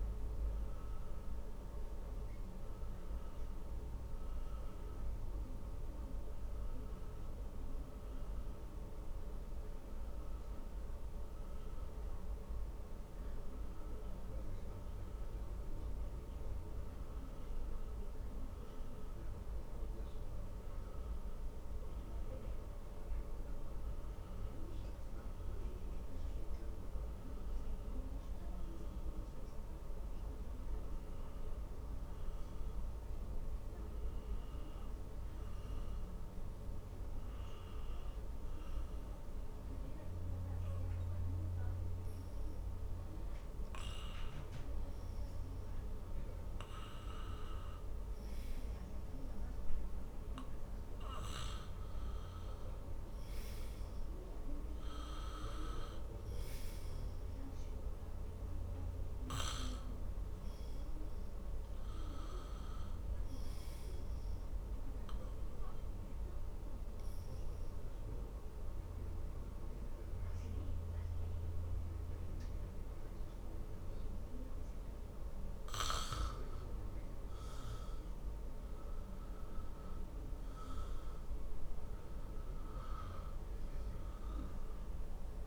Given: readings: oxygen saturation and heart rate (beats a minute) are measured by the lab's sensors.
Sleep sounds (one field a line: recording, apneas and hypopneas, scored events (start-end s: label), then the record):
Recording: breathing in sleep, hard to hear, by a room microphone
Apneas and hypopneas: 2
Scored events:
2.50-46.00 s: obstructive apnea (oxygen 97% before, 89% lowest, heart rate 73 before, 57 extreme, up 2 after)
12.00-24.00 s: oxygen desaturation (device-marked, oxygen 96% before, 89% lowest, heart rate 71 before, 57 extreme)
29.00-85.47 s: new sleep stage, N2 (light sleep)
47.00-82.00 s: oxygen desaturation (device-marked, oxygen 99% before, 92% lowest, heart rate 62 before, 56 extreme)
50.00-53.00 s: arousal
66.00-78.50 s: obstructive apnea (oxygen 99% before, 92% lowest, heart rate 58 before, 57 extreme, up 11 after)
82.00-85.47 s: arousal
From the record:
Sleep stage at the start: N1 (lightest sleep)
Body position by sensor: on the back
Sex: male